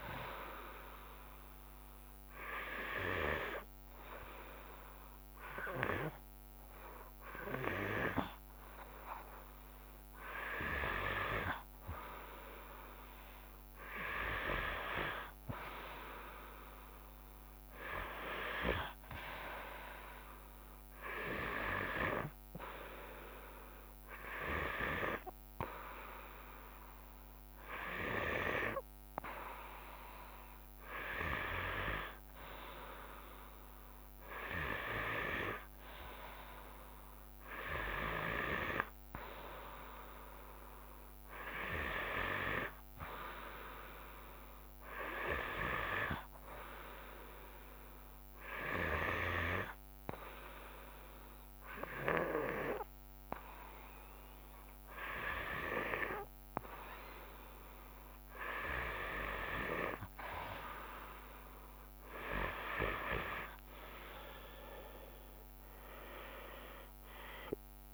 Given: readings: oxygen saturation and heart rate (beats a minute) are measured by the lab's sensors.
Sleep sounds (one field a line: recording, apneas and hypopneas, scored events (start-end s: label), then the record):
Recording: breathing in sleep by a microphone on the trachea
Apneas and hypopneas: 2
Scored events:
0.00-4.00 s: drop in pulse transit time (device-marked, heart rate 38 extreme)
1.50-12.00 s: hypopnea (oxygen 96% before, 93% lowest, heart rate 54 before, 53 extreme, up 24 after)
14.50-18.50 s: arousal
48.50-59.00 s: hypopnea (oxygen 96% before, 93% lowest, heart rate 70 before, 50 extreme, up 10 after)
63.00-67.94 s: drop in pulse transit time (device-marked, heart rate 58 before, 57 extreme)
65.00-67.94 s: arousal
From the record:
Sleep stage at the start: N2 (light sleep)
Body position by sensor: on the back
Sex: female